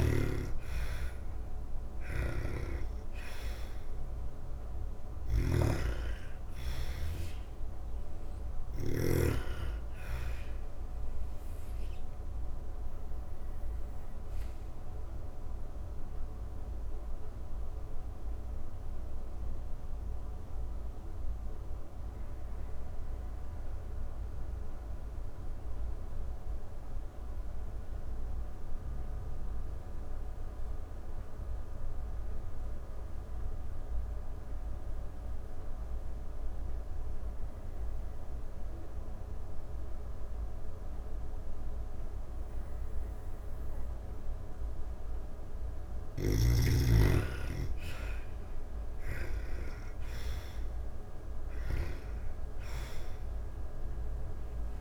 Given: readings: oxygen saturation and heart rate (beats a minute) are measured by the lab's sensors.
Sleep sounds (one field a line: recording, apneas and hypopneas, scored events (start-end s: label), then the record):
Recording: breathing in sleep by a room microphone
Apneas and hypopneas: 1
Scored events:
0.00-1.50 s: arousal
0.00-8.00 s: snoring (device-marked)
0.00-22.50 s: oxygen desaturation (device-marked, oxygen 82% lowest)
16.00-41.50 s: obstructive apnea (oxygen 97% before, 82% lowest)
41.50-54.81 s: oxygen desaturation (device-marked, oxygen 99% before, 82% lowest)
45.00-50.00 s: arousal
From the record:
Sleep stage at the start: N2 (light sleep)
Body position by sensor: on the back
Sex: female